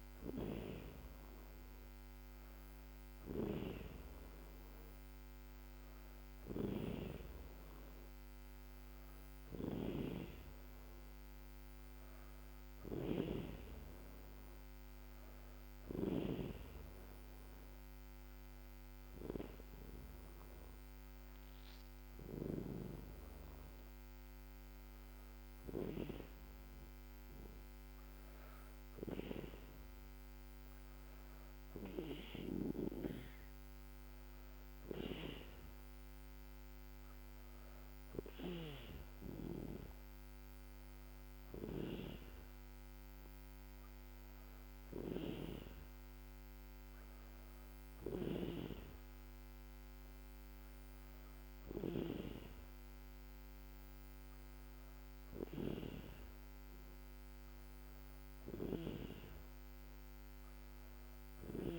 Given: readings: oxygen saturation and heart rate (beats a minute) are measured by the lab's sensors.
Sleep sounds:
breathing in sleep by a microphone on the trachea; none
none scored
From the record:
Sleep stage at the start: N2 (light sleep); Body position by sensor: on the back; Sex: female

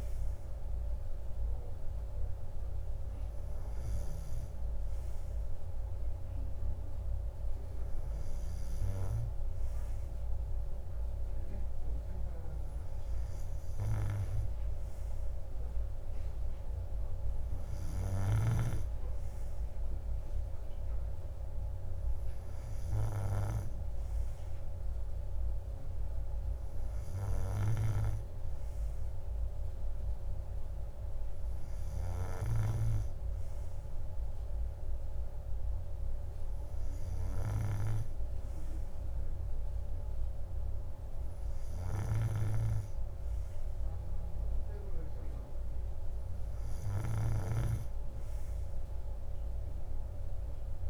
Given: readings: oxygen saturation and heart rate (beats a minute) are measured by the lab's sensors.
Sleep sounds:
breathing in sleep by a room microphone; none
none scored
From the record:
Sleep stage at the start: N2 (light sleep); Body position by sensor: on the right side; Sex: male

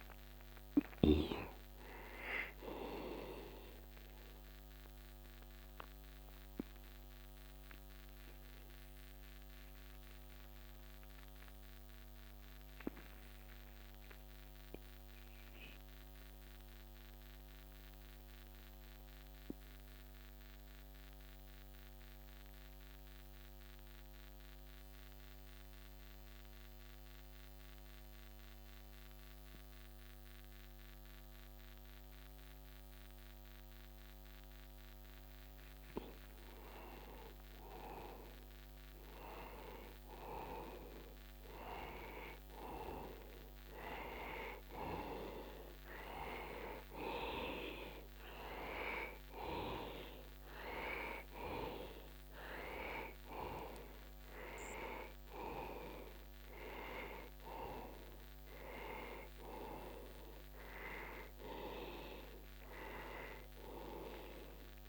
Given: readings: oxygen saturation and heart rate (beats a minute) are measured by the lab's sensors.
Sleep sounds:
breathing in sleep by a microphone on the trachea; 1
0.00-37.50 s: oxygen desaturation (device-marked, oxygen 81% lowest, heart rate 60 extreme)
7.00-37.00 s: obstructive apnea (oxygen 98% before, 81% lowest, heart rate 60 before, 60 extreme, up 0 after)
38.50-42.00 s: arousal
53.50-64.89 s: oxygen desaturation (device-marked, oxygen 97% before, 87% lowest, heart rate 60 before, 60 extreme)
62.00-64.89 s: arousal
From the record:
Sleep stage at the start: N2 (light sleep); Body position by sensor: on the back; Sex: male

